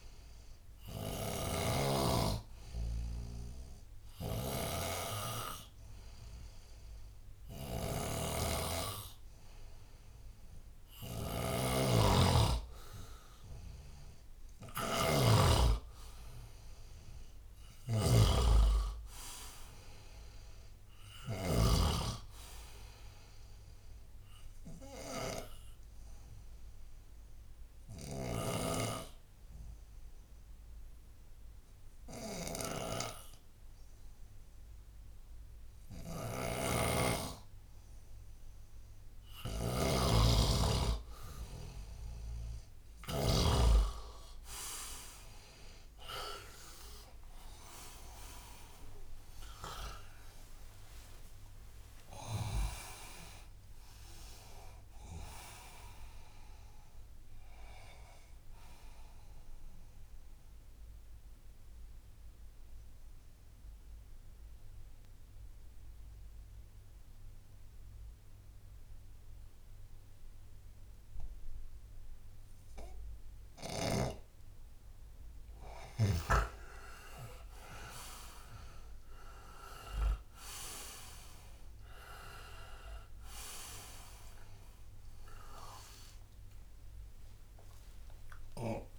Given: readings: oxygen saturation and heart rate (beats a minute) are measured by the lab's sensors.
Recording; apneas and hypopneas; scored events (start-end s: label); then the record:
breathing in sleep by a room microphone; 3
0.00-1.50 s: snoring (device-marked)
0.00-15.00 s: oxygen desaturation (device-marked, oxygen 92% lowest, heart rate 72 extreme)
2.50-13.00 s: hypopnea (oxygen 96% before, 92% lowest, heart rate 75 before, 72 extreme, up 12 after)
7.50-21.50 s: snoring (device-marked)
14.50-18.50 s: arousal
24.50-38.00 s: obstructive apnea (oxygen 95% before, 92% lowest, heart rate 81 before, 72 extreme, up 8 after)
36.50-43.50 s: snoring (device-marked)
46.00-54.00 s: oxygen desaturation (device-marked, oxygen 97% before, 92% lowest, heart rate 79 before, 61 extreme)
47.00-52.00 s: arousal
56.00-67.00 s: oxygen desaturation (device-marked, oxygen 96% before, 92% lowest, heart rate 81 before, 61 extreme)
60.00-73.00 s: obstructive apnea (oxygen 97% before, 93% lowest, heart rate 83 before, 61 extreme, up 29 after)
75.00-88.99 s: new sleep stage, awake
79.00-88.99 s: oxygen desaturation (device-marked, oxygen 98% before, 93% lowest, heart rate 78 before, 73 extreme)
From the record:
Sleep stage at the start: N2 (light sleep); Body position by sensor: on the back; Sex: male